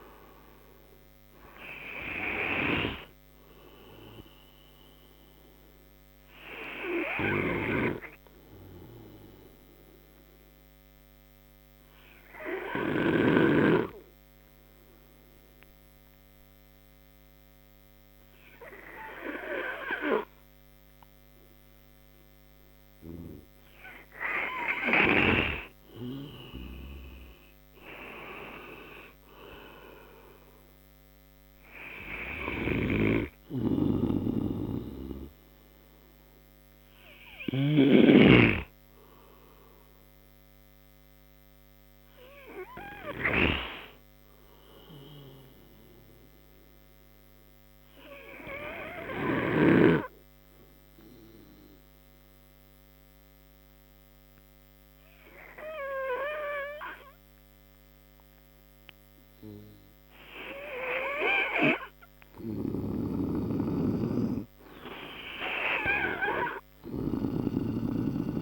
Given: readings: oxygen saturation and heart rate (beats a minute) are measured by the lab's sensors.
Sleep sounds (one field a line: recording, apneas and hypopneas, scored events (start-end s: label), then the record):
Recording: breathing in sleep by a microphone on the trachea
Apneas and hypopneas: 2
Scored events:
0.50-3.50 s: arousal
8.00-23.00 s: obstructive apnea (oxygen 96% before, 91% lowest)
14.00-20.00 s: oxygen desaturation (device-marked, oxygen 95% before, 91% lowest)
27.00-34.00 s: oxygen desaturation (device-marked, oxygen 97% before, 91% lowest)
30.50-34.50 s: arousal
41.00-50.00 s: oxygen desaturation (device-marked, oxygen 95% before, 91% lowest)
46.50-60.00 s: obstructive apnea (oxygen 97% before, 90% lowest)
55.00-62.00 s: oxygen desaturation (device-marked, oxygen 96% before, 92% lowest)
60.50-64.00 s: arousal
64.00-68.42 s: oxygen desaturation (device-marked, oxygen 97% before, 92% lowest)
From the record:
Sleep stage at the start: N2 (light sleep)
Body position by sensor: on the right side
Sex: male